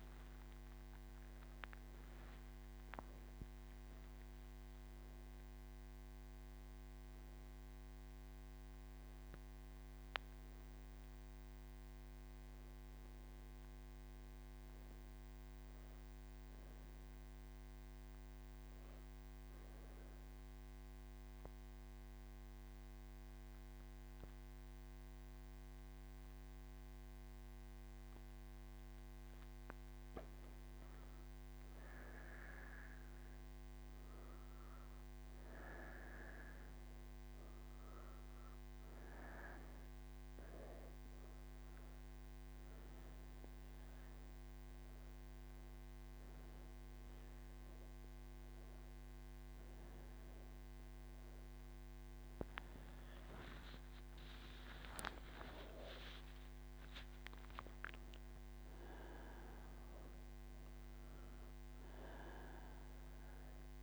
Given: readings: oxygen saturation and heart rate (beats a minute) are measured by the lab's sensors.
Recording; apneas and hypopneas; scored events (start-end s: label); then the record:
breathing in sleep by a microphone on the trachea; 1
0.00-4.50 s: oxygen desaturation (device-marked, oxygen 94% lowest)
15.00-29.00 s: obstructive apnea (oxygen 97% before, 95% lowest)
26.50-63.83 s: new sleep stage, N1 (lightest sleep)
From the record:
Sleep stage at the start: N3 (deep sleep); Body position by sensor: on the right side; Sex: female